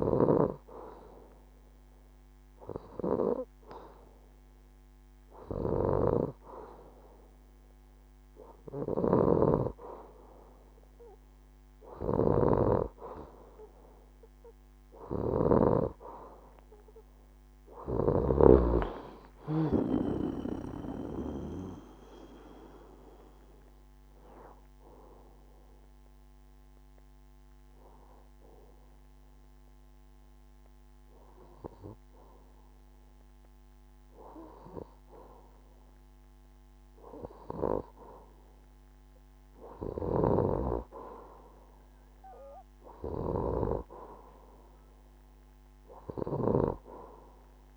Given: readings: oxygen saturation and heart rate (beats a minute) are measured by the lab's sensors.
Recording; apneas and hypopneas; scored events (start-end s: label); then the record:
breathing in sleep by a microphone on the trachea; 1
15.50-19.00 s: arousal
19.00-21.00 s: long interval between heartbeats (device-marked, heart rate 71 before, 81 extreme)
22.00-35.00 s: hypopnea (oxygen 91% before, 90% lowest, heart rate 72 before, 64 extreme, up 5 after)
37.00-41.00 s: arousal
From the record:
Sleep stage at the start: N2 (light sleep); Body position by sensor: on the left side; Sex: female